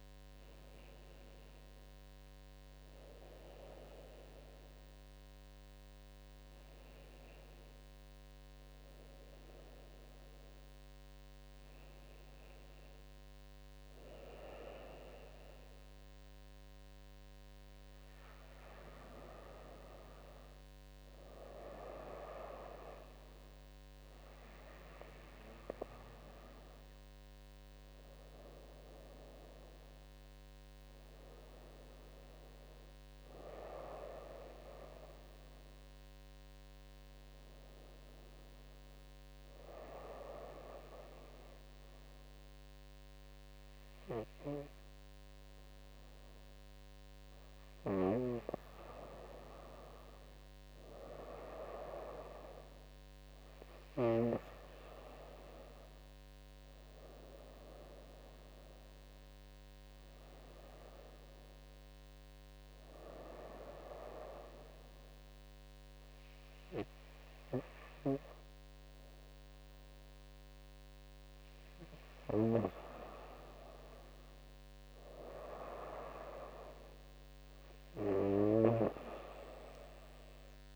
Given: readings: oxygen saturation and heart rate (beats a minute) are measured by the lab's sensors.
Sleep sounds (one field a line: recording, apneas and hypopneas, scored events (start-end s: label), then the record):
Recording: breathing in sleep by a microphone on the trachea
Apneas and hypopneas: none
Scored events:
0.00-5.00 s: drop in pulse transit time (device-marked, heart rate 86 extreme)
From the record:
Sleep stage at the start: N2 (light sleep)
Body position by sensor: on the right side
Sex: female